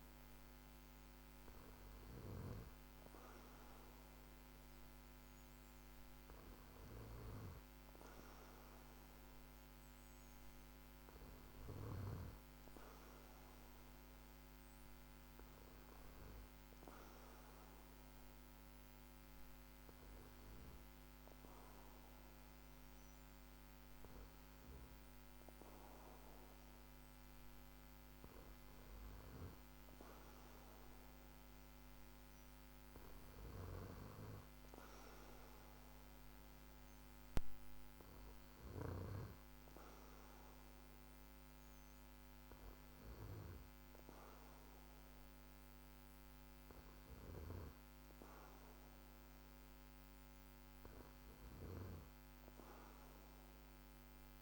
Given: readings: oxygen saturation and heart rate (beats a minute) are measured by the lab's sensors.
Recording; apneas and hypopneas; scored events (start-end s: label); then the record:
breathing in sleep by a microphone on the trachea; none
none scored
From the record:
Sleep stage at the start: N2 (light sleep); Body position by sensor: on the back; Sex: male